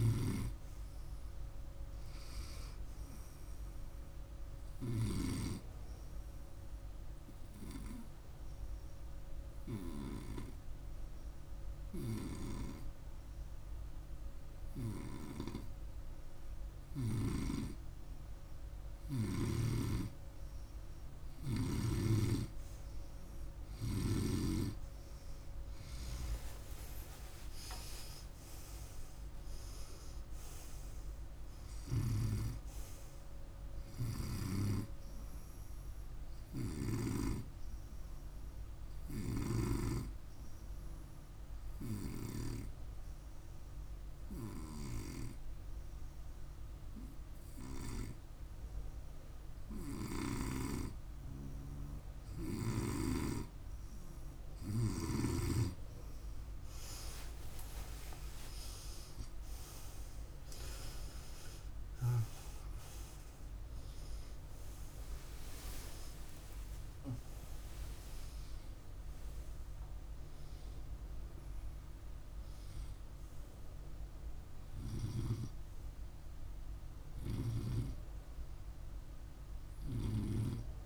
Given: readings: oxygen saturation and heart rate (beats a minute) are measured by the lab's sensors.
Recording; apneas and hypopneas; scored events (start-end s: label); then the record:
breathing in sleep by a room microphone; 2
6.00-17.00 s: hypopnea (oxygen 98% before, 91% lowest, heart rate 52 before, 50 extreme, up 1 after)
19.00-23.50 s: arousal
33.50-38.50 s: oxygen desaturation (device-marked, oxygen 98% before, 91% lowest, heart rate 54 before, 47 extreme)
39.00-53.00 s: hypopnea (oxygen 98% before, 96% lowest, heart rate 55 before, 47 extreme, up 13 after)
54.50-60.00 s: arousal
From the record:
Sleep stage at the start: N2 (light sleep); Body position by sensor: on the right side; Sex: male